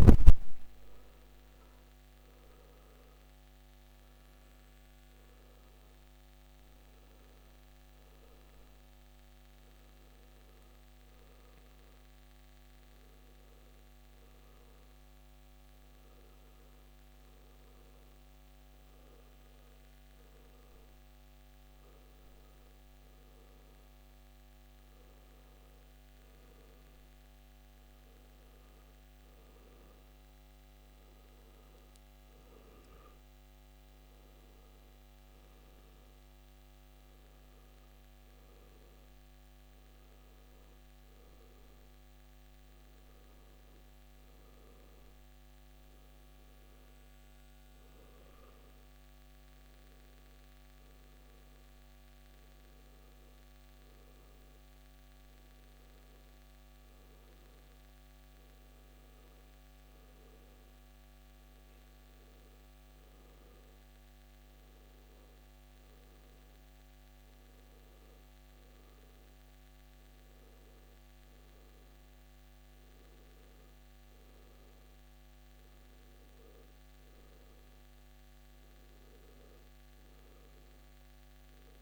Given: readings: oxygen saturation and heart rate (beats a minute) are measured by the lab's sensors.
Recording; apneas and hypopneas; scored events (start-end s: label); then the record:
breathing in sleep, hard to hear, by a microphone on the trachea; none
none scored
From the record:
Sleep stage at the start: N1 (lightest sleep); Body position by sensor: on the back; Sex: male